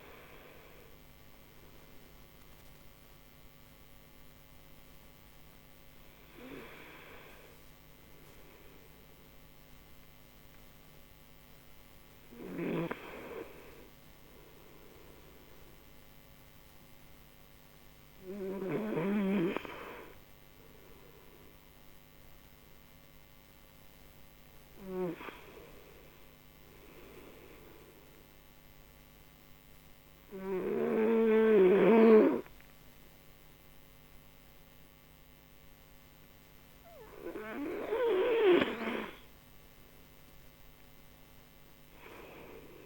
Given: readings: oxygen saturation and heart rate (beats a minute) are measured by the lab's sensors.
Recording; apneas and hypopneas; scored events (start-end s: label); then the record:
breathing in sleep by a microphone on the trachea; 1
19.00-22.50 s: arousal
27.50-38.00 s: obstructive apnea (oxygen 97% before, 92% lowest)
From the record:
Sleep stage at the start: N2 (light sleep); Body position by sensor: on the right side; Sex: male